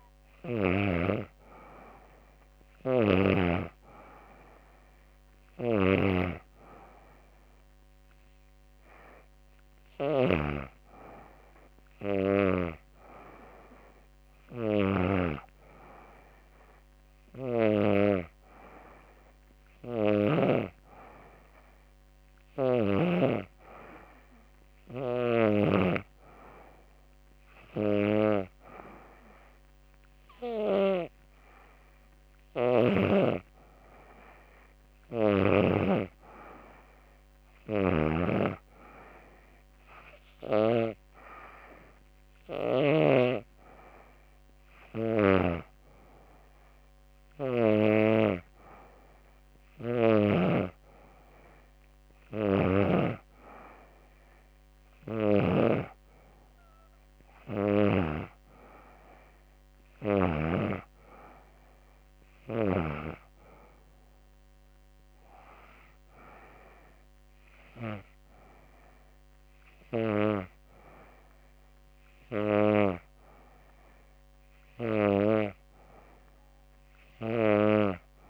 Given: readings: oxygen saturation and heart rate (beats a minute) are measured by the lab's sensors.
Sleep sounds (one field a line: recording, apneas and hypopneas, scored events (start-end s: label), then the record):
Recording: breathing in sleep by a microphone on the trachea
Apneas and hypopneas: none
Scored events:
none scored
From the record:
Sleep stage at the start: N2 (light sleep)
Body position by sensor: on the back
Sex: female